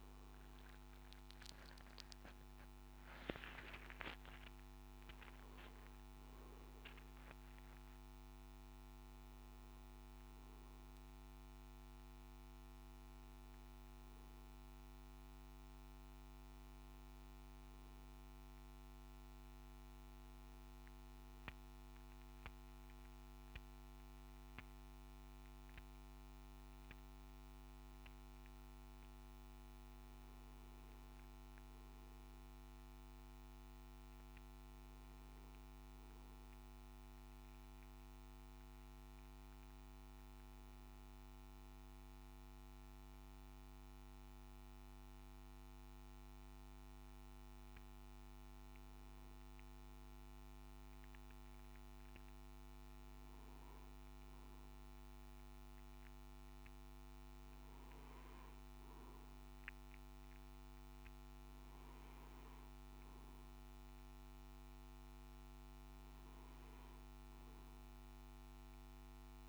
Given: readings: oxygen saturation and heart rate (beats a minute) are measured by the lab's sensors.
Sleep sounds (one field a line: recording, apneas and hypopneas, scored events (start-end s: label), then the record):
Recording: breathing in sleep, hard to hear, by a microphone on the trachea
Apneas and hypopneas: none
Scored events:
46.00-69.49 s: new sleep stage, N1 (lightest sleep)
From the record:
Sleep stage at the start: N3 (deep sleep)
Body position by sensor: on the back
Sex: male